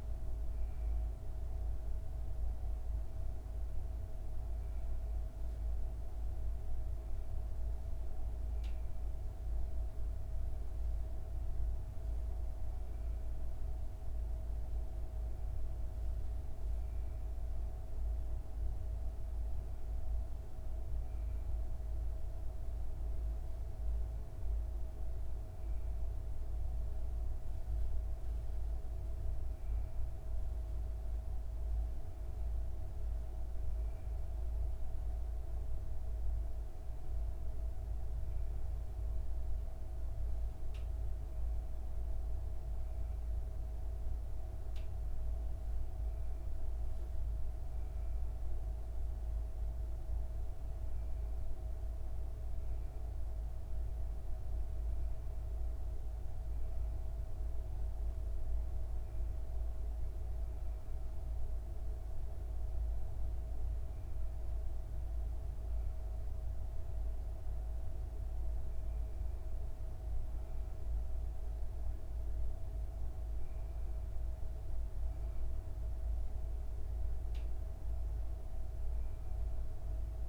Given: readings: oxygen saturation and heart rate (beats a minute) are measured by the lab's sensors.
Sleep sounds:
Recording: a person awake in a sleep study, hard to hear, by a room microphone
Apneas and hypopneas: none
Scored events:
none scored
From the record:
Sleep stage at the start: awake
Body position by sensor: on the back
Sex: female

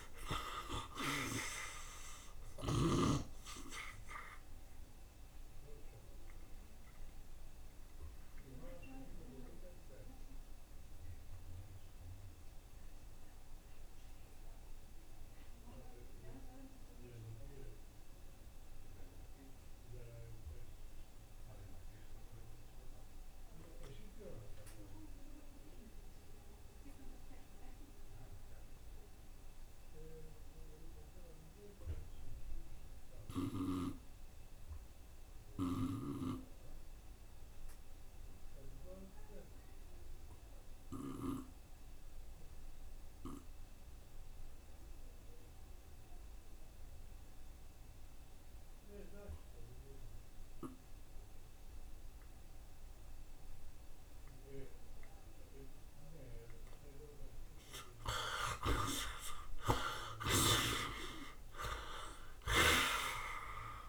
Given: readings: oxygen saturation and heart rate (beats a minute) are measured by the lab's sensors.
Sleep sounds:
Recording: breathing in sleep by a room microphone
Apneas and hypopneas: 1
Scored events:
0.00-18.00 s: oxygen desaturation (device-marked, oxygen 57% lowest, heart rate 68 extreme)
7.00-57.00 s: obstructive apnea (oxygen 64% before, 54% lowest, heart rate 75 before, 68 extreme, up 5 after)
26.00-63.89 s: oxygen desaturation (device-marked, oxygen 77% before, 54% lowest, heart rate 72 before, 67 extreme)
59.00-63.50 s: arousal
From the record:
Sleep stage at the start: N2 (light sleep)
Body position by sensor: on the right side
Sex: male

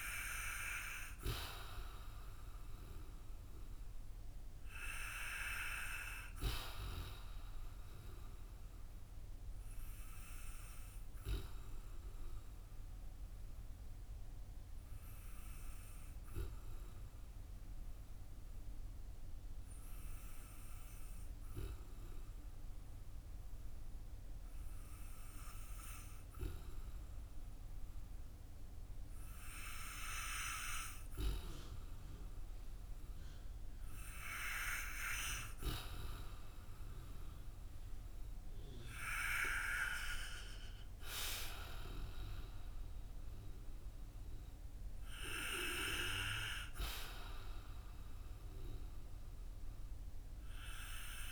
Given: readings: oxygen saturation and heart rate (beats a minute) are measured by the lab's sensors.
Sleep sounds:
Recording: breathing in sleep by a room microphone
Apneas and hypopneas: 1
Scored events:
10.00-29.50 s: obstructive apnea (oxygen 95% before, 92% lowest, heart rate 53 before, 53 extreme, up 5 after)
34.50-39.50 s: arousal
From the record:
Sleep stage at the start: N2 (light sleep)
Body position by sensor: on the back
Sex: male

